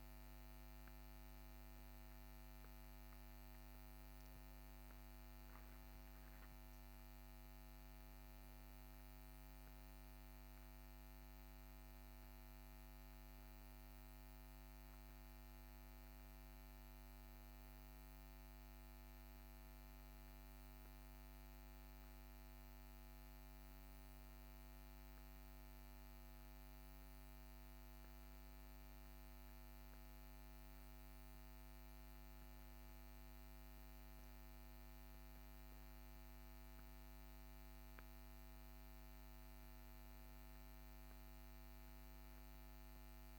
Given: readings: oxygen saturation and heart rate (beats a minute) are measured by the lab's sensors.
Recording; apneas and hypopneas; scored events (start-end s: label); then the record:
breathing in sleep, hard to hear, by a microphone on the trachea; none
none scored
From the record:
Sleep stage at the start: N1 (lightest sleep); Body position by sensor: on the back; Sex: male